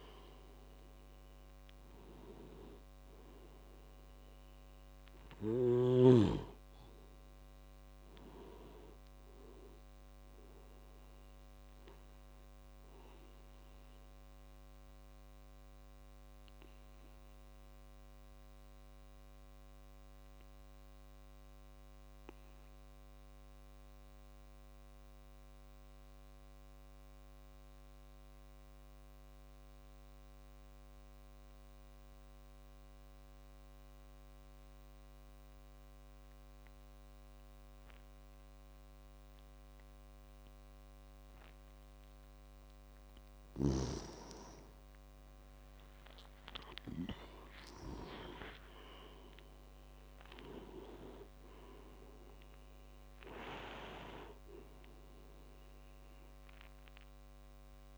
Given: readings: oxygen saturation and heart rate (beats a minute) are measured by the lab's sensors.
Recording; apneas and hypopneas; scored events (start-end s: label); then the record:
breathing in sleep by a microphone on the trachea; 1
0.00-1.00 s: arousal
0.50-22.50 s: oxygen desaturation (device-marked, oxygen 97% before, 90% lowest)
12.50-42.00 s: obstructive apnea (oxygen 98% before, 89% lowest)
37.50-50.50 s: oxygen desaturation (device-marked, oxygen 98% before, 93% lowest)
44.00-48.50 s: arousal
55.50-57.98 s: oxygen desaturation (device-marked, oxygen 96% before, 89% lowest)
From the record:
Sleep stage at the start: N2 (light sleep); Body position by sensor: on the back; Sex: male